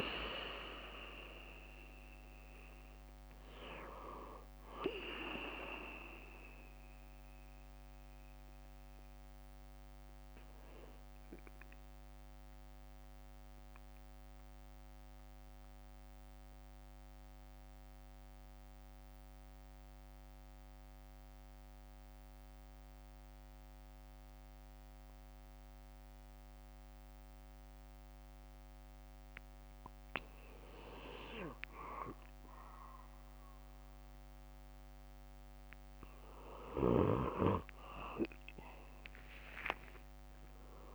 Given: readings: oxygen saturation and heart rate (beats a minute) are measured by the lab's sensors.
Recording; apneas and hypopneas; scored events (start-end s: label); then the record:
breathing in sleep by a microphone on the trachea; 1
11.00-29.50 s: central apnea (oxygen 95% before, 90% lowest, heart rate 68 before, 52 extreme, up 6 after)
16.50-18.50 s: bradycardia (device-marked, heart rate 63 before, 57 extreme)
18.50-30.50 s: oxygen desaturation (device-marked, oxygen 95% before, 90% lowest, heart rate 64 before, 52 extreme)
32.50-39.50 s: bradycardia (device-marked, heart rate 63 before, 52 extreme)
33.50-38.00 s: arousal
From the record:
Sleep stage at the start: REM sleep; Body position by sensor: on the back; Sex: male